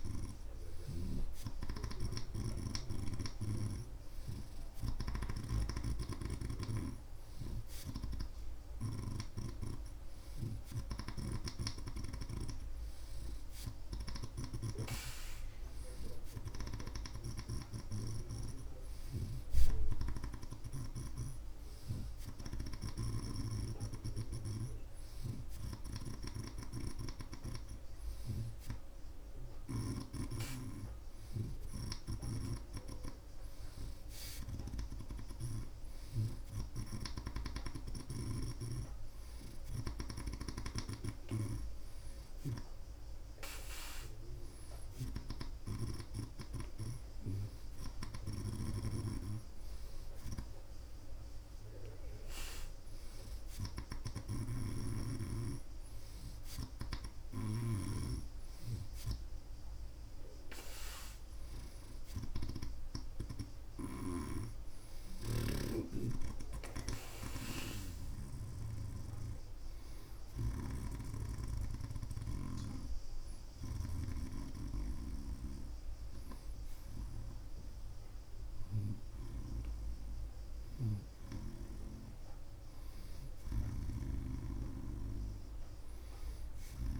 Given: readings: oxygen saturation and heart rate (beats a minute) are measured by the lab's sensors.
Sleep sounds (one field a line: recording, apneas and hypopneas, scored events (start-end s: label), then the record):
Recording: breathing in sleep by a room microphone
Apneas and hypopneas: none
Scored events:
0.00-6.00 s: snoring (device-marked)
19.00-36.50 s: snoring (device-marked)
48.50-58.00 s: snoring (device-marked)
64.00-69.00 s: snoring (device-marked)
81.00-85.00 s: arousal
84.00-87.00 s: snoring (device-marked)
From the record:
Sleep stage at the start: REM sleep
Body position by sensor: on the right side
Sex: male